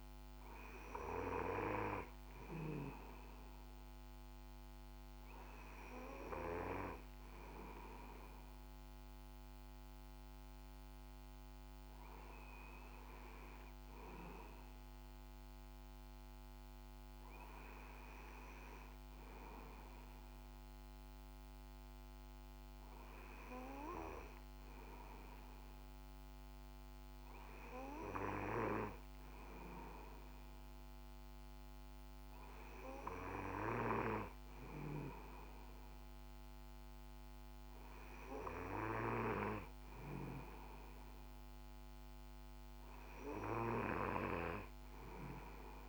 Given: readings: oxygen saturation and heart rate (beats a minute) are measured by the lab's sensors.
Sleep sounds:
breathing in sleep by a microphone on the trachea; none
none scored
From the record:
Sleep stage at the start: N2 (light sleep); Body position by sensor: on the back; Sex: male

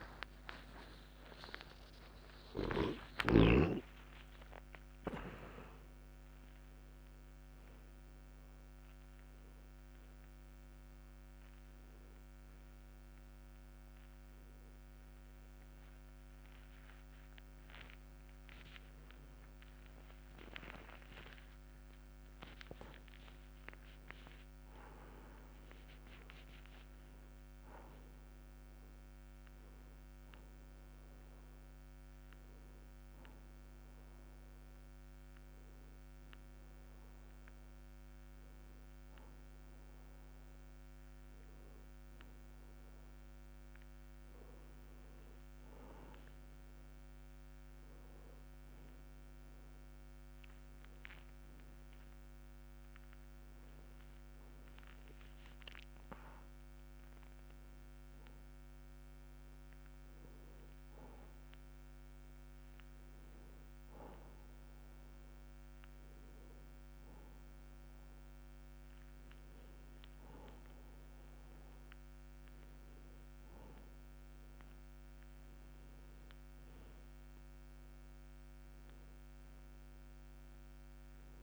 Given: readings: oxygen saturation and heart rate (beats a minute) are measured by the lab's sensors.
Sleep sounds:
a person awake in a sleep study, by a microphone on the trachea; none
0.00-4.00 s: snoring (device-marked)
11.00-81.43 s: new sleep stage, awake
From the record:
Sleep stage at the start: N1 (lightest sleep); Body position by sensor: on the back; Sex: male

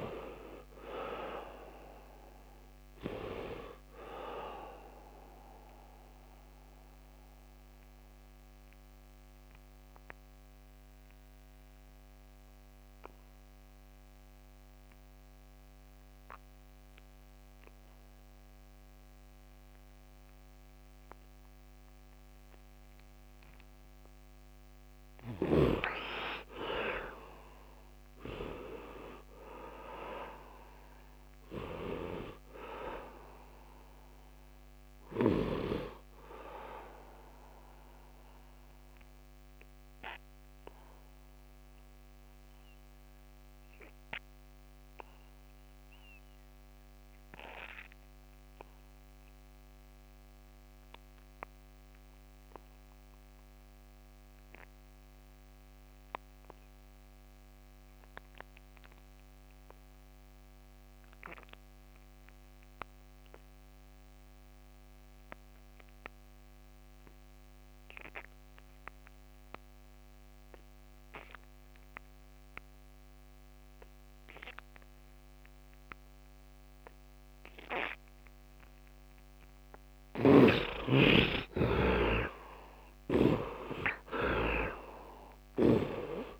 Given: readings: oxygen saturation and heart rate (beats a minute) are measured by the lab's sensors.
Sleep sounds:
breathing in sleep by a microphone on the trachea; 2
0.00-18.50 s: oxygen desaturation (device-marked, oxygen 43% lowest, heart rate 69 extreme)
5.50-24.00 s: mixed apnea (oxygen 66% before, 43% lowest, heart rate 90 before, 70 extreme, up 10 after)
25.00-30.00 s: arousal
28.50-42.50 s: oxygen desaturation (device-marked, oxygen 95% before, 59% lowest, heart rate 80 before, 70 extreme)
37.00-77.50 s: obstructive apnea (oxygen 95% before, 51% lowest, heart rate 85 before, 70 extreme, up 10 after)
51.50-86.40 s: oxygen desaturation (device-marked, oxygen 100% before, 51% lowest, heart rate 75 before, 71 extreme)
79.50-83.00 s: snoring (device-marked)
80.00-83.00 s: arousal
From the record:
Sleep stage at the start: N2 (light sleep); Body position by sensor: on the back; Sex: male

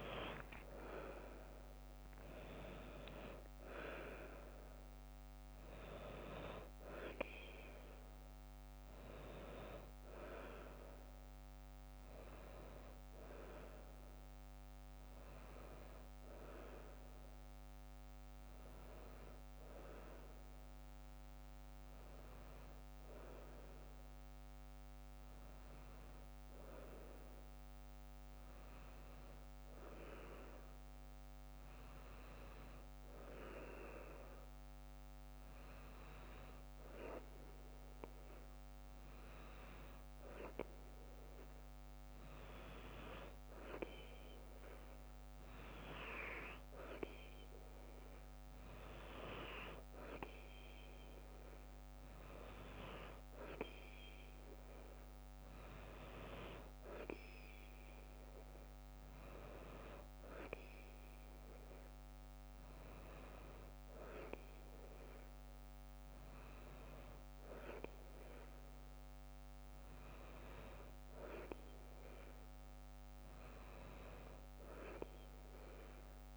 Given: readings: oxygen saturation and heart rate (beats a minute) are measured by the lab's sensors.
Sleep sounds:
breathing in sleep by a microphone on the trachea; none
0.00-2.00 s: long interval between heartbeats (device-marked, heart rate 58 before, 67 extreme)
From the record:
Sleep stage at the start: N2 (light sleep); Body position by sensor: on the right side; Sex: female

